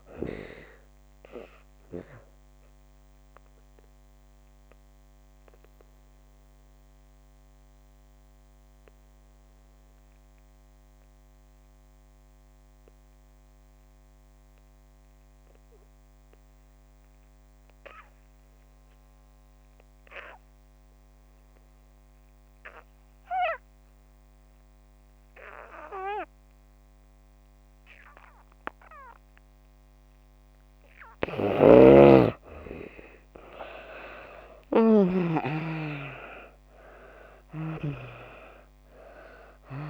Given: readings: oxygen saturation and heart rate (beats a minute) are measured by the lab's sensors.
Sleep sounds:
breathing in sleep by a microphone on the trachea; 1
0.00-23.00 s: oxygen desaturation (device-marked, oxygen 78% lowest)
0.50-31.00 s: obstructive apnea (oxygen 95% before, 70% lowest)
25.00-39.90 s: oxygen desaturation (device-marked, oxygen 96% before, 70% lowest)
31.50-35.50 s: snoring (device-marked)
32.50-36.00 s: arousal
From the record:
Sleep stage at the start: N2 (light sleep); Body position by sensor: on the back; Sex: female

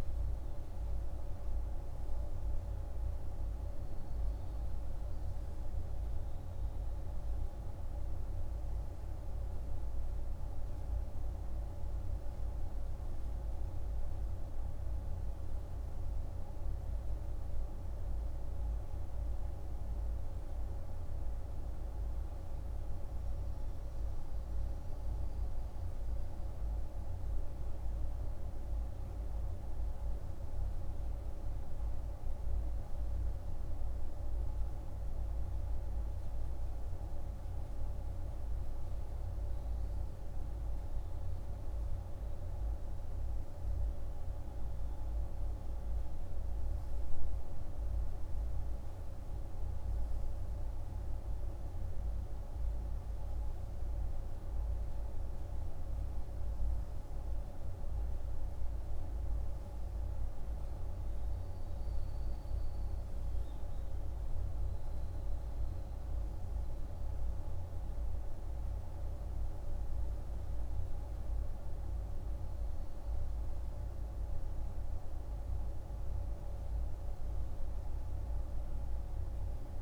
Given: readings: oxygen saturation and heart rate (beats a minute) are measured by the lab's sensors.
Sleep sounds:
breathing in sleep, hard to hear, by a room microphone; none
none scored
From the record:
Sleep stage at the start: N2 (light sleep); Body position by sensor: on the right side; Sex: male

